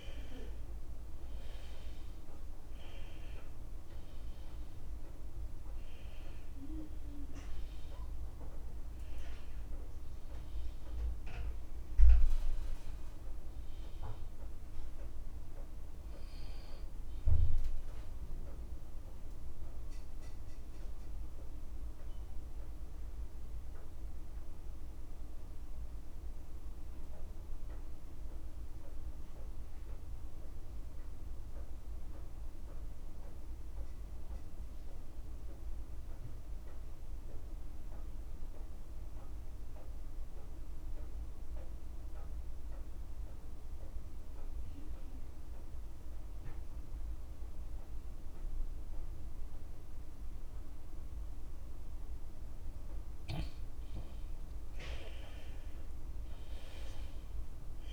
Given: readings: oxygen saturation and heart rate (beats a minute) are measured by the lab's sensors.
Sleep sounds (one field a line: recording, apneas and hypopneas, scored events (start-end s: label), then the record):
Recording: breathing in sleep, hard to hear, by a room microphone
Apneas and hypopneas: 1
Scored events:
0.00-32.50 s: oxygen desaturation (device-marked, oxygen 81% lowest)
2.50-4.50 s: long interval between heartbeats (device-marked, heart rate 61 before, 35 extreme)
11.50-13.50 s: long interval between heartbeats (device-marked)
17.00-19.00 s: long interval between heartbeats (device-marked, heart rate 43 before, 77 extreme)
20.50-52.50 s: mixed apnea (oxygen 87% before, 81% lowest, heart rate 44 before, 54 extreme, up 50 after)
23.50-25.50 s: long interval between heartbeats (device-marked, heart rate 46 before, 66 extreme)
29.50-31.50 s: long interval between heartbeats (device-marked, heart rate 55 before, 66 extreme)
30.50-32.50 s: tachycardia (device-marked, heart rate 57 before, 86 extreme)
33.00-35.00 s: long interval between heartbeats (device-marked, heart rate 63 before, 99 extreme)
49.50-57.93 s: oxygen desaturation (device-marked, oxygen 98% before, 84% lowest, heart rate 71 before, 52 extreme)
54.00-56.00 s: long interval between heartbeats (device-marked, heart rate 65 before, 78 extreme)
54.50-56.50 s: tachycardia (device-marked, heart rate 57 before, 91 extreme)
55.00-57.93 s: arousal
From the record:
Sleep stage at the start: N2 (light sleep)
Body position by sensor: on the left side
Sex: male